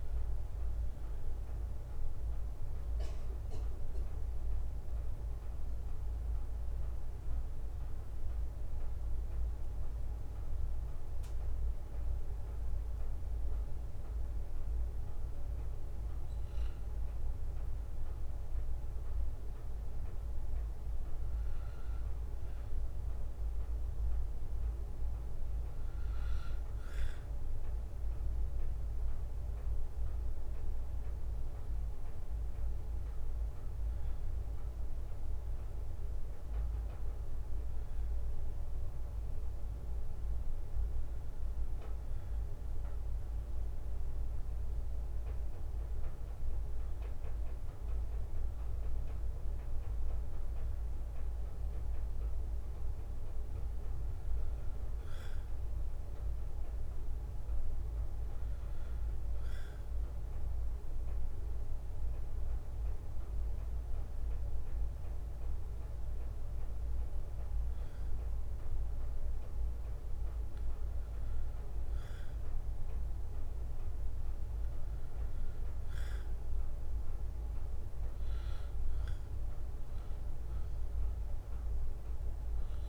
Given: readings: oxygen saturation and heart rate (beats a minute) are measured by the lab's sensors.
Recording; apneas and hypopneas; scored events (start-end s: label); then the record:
breathing in sleep, hard to hear, by a room microphone; 1
0.00-3.50 s: drop in pulse transit time (device-marked, heart rate 77 extreme)
8.00-21.00 s: hypopnea (oxygen 97% before, 94% lowest, heart rate 77 before, 63 extreme, up 1 after)
22.50-39.50 s: oxygen desaturation (device-marked, oxygen 98% before, 94% lowest, heart rate 67 before, 63 extreme)
25.00-30.00 s: arousal
65.50-69.50 s: arousal
From the record:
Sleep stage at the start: N2 (light sleep); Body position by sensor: on the right side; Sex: male